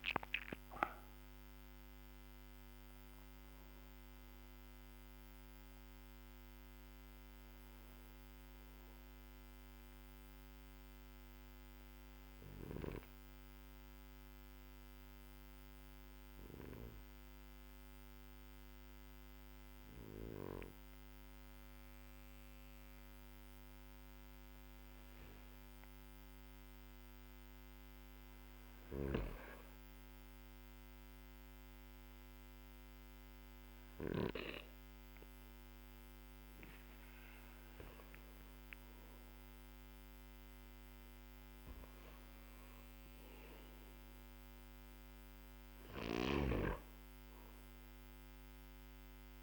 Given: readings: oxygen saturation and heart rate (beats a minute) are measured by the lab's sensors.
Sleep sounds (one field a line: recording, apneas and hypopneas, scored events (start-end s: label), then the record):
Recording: breathing in sleep by a microphone on the trachea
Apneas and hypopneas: none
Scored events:
30.50-34.00 s: arousal
37.50-49.43 s: oxygen desaturation (device-marked, oxygen 98% before, 94% lowest, heart rate 54 before, 45 extreme)
From the record:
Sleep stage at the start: N1 (lightest sleep)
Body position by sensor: on the back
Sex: male